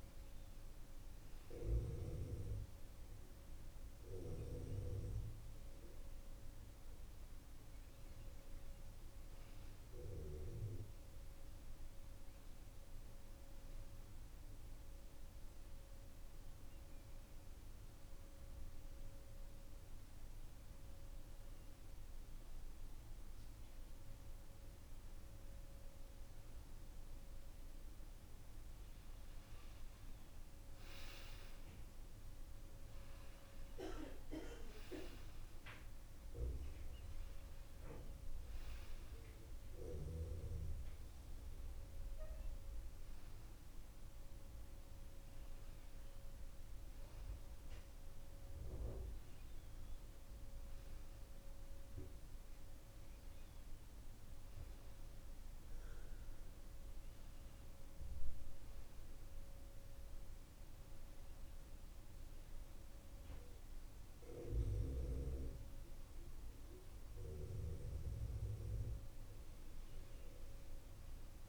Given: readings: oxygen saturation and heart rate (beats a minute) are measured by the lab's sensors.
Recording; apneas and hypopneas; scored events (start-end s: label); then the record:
breathing in sleep by a room microphone; none
43.50-48.00 s: arousal
From the record:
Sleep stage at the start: N2 (light sleep); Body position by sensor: on the back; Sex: male